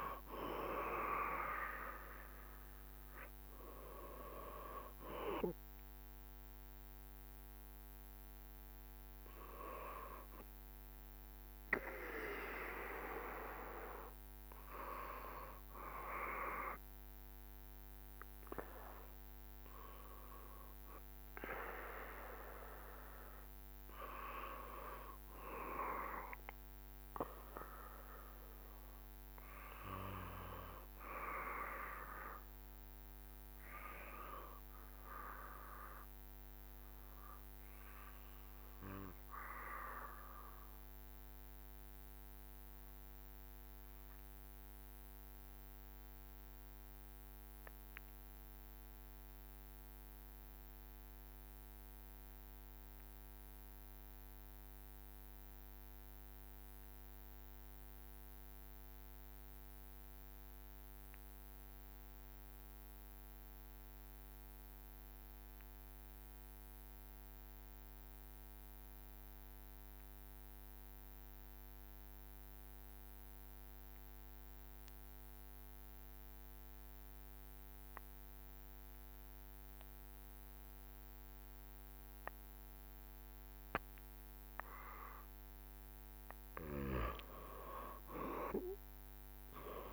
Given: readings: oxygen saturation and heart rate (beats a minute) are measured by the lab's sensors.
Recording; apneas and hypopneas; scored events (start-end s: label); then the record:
breathing in sleep by a microphone on the trachea; 1
33.50-85.50 s: obstructive apnea (oxygen 97% before, 88% lowest, heart rate 68 before, 64 extreme, up 11 after)
50.00-89.93 s: oxygen desaturation (device-marked, oxygen 96% before, 88% lowest, heart rate 69 before, 64 extreme)
From the record:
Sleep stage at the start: N2 (light sleep); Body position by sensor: on the back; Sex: male